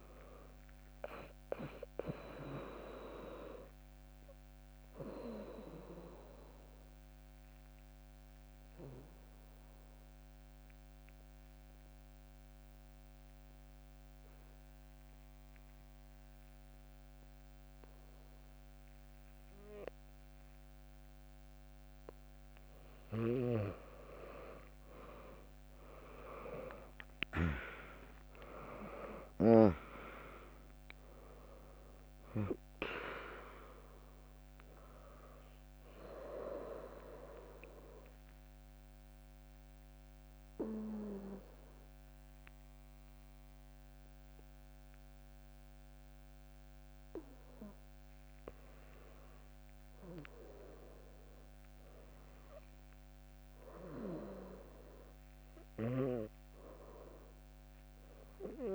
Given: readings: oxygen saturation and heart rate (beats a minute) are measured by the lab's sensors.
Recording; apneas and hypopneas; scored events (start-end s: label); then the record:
breathing in sleep by a microphone on the trachea; 2
0.00-6.50 s: drop in pulse transit time (device-marked, heart rate 68 extreme)
0.50-18.50 s: oxygen desaturation (device-marked, oxygen 100% before, 96% lowest, heart rate 72 before, 62 extreme)
5.50-21.50 s: obstructive apnea (oxygen 100% before, 96% lowest, heart rate 73 before, 62 extreme)
27.00-31.50 s: arousal
27.50-39.50 s: drop in pulse transit time (device-marked, heart rate 65 before, 62 extreme)
37.50-49.50 s: obstructive apnea (oxygen 100% before, 96% lowest, heart rate 69 before, 59 extreme, up 1 after)
50.50-53.00 s: arousal
From the record:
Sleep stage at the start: N2 (light sleep); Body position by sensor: on the back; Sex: female